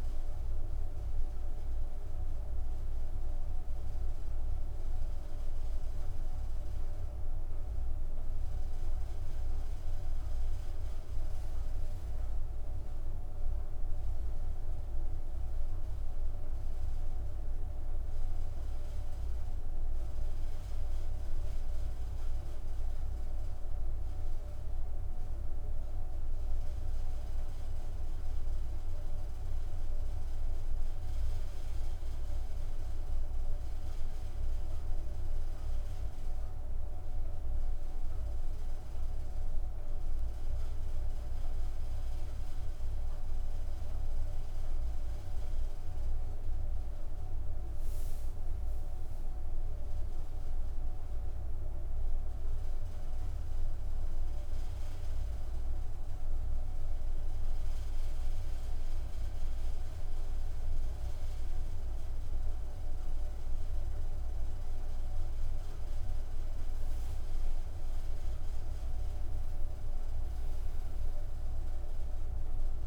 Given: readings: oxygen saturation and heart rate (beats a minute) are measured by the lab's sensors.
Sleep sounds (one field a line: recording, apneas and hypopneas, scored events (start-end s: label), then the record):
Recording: breathing in sleep, hard to hear, by a room microphone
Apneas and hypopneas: none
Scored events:
68.00-72.50 s: arousal
From the record:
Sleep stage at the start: N1 (lightest sleep)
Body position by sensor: on the back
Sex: female